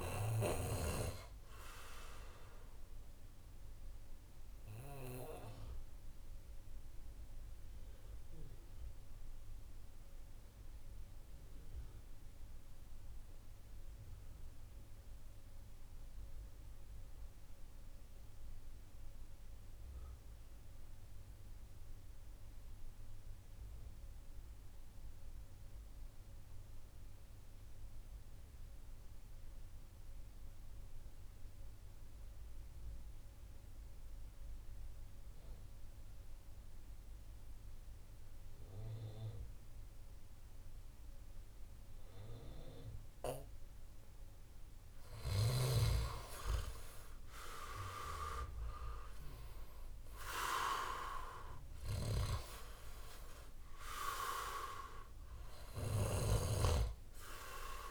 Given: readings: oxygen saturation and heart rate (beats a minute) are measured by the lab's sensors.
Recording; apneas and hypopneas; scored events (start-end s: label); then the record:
breathing in sleep by a room microphone; 1
0.00-16.50 s: oxygen desaturation (device-marked, oxygen 87% lowest, heart rate 60 extreme)
2.00-44.00 s: obstructive apnea (oxygen 98% before, 85% lowest, heart rate 69 before, 60 extreme, up 6 after)
31.50-57.91 s: oxygen desaturation (device-marked, oxygen 98% before, 85% lowest, heart rate 65 before, 64 extreme)
45.50-49.50 s: arousal
From the record:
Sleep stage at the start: N2 (light sleep); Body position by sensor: on the back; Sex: male